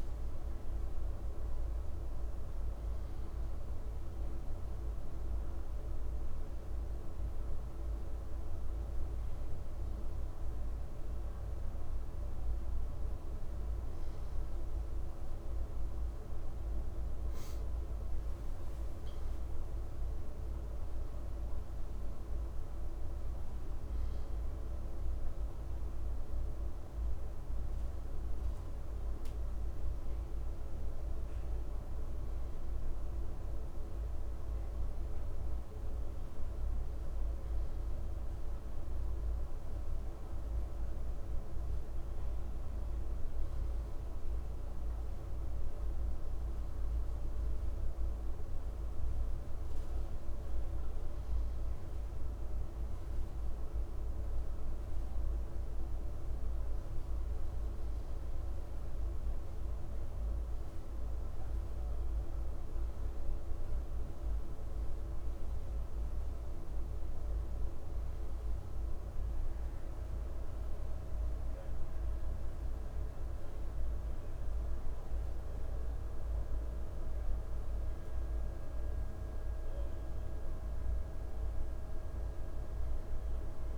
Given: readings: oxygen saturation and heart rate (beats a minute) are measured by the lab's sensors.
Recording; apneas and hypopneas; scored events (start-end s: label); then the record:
breathing in sleep, hard to hear, by a room microphone; none
none scored
From the record:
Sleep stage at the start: N1 (lightest sleep); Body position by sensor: on the right side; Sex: male